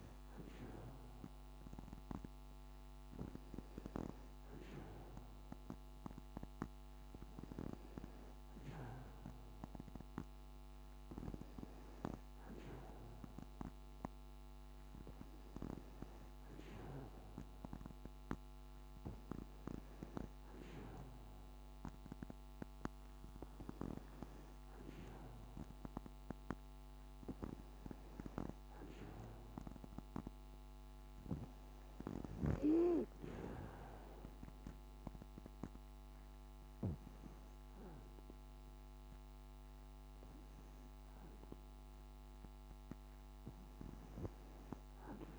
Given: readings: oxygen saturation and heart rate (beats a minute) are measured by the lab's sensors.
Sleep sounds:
breathing in sleep by a microphone on the trachea; none
none scored
From the record:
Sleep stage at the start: N2 (light sleep); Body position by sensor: on the back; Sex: female

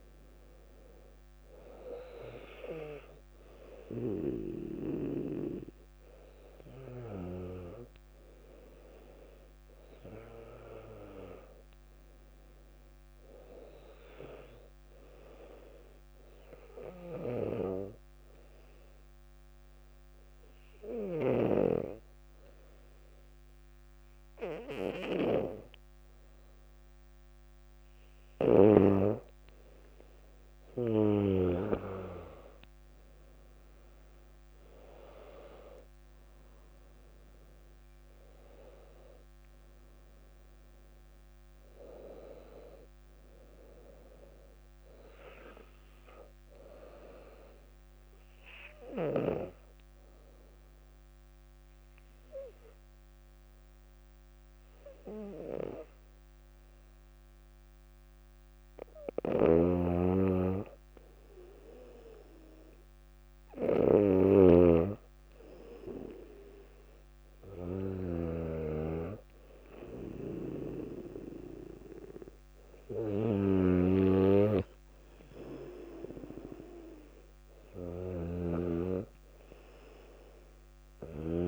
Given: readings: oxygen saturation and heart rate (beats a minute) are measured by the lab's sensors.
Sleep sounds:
breathing in sleep by a microphone on the trachea; 2
0.00-2.50 s: arousal
17.50-29.00 s: hypopnea (oxygen 99% before, 94% lowest, heart rate 60 before, 58 extreme, up 7 after)
31.50-35.00 s: arousal
34.00-52.00 s: oxygen desaturation (device-marked, oxygen 98% before, 94% lowest, heart rate 60 before, 58 extreme)
48.50-59.50 s: obstructive apnea (oxygen 98% before, 94% lowest, heart rate 63 before, 58 extreme, up 3 after)
59.50-81.48 s: snoring (device-marked)
62.50-66.50 s: arousal
From the record:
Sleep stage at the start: N2 (light sleep); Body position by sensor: on the back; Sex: female

